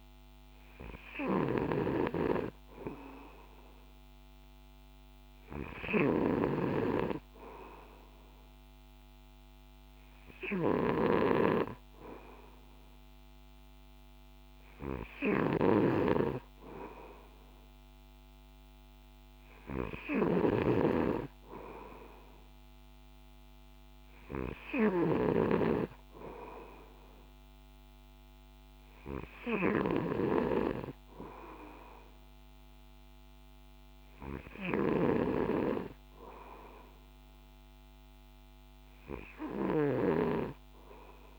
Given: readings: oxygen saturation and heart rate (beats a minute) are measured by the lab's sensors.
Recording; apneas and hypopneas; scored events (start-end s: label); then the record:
breathing in sleep by a microphone on the trachea; none
0.00-41.39 s: snoring (device-marked)
From the record:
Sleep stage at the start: N2 (light sleep); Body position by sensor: on the back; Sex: male